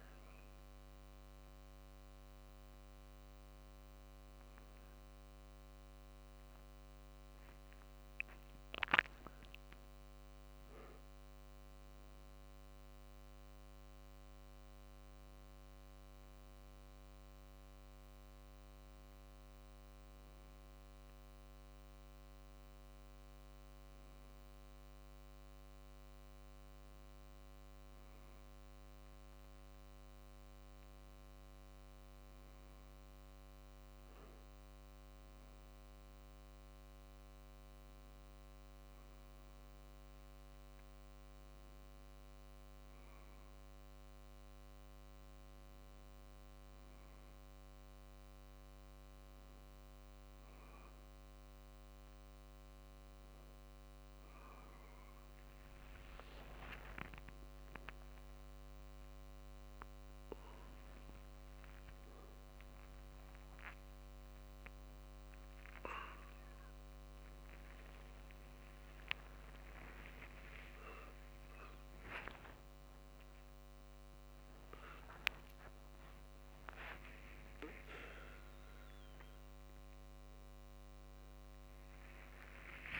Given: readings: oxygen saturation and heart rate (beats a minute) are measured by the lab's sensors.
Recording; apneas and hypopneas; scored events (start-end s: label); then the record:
a person awake in a sleep study, by a microphone on the trachea; none
58.50-70.50 s: drop in pulse transit time (device-marked, heart rate 51 before, 53 extreme)
71.00-73.00 s: long interval between heartbeats (device-marked, heart rate 53 before, 63 extreme)
72.50-74.50 s: tachycardia (device-marked, heart rate 54 before, 75 extreme)
74.50-76.50 s: long interval between heartbeats (device-marked, heart rate 57 before, 95 extreme)
80.50-83.00 s: tachycardia (device-marked, heart rate 54 before, 194 extreme)
82.00-83.00 s: long interval between heartbeats (device-marked, heart rate 70 before, 80 extreme)
From the record:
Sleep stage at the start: awake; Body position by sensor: on the back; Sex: male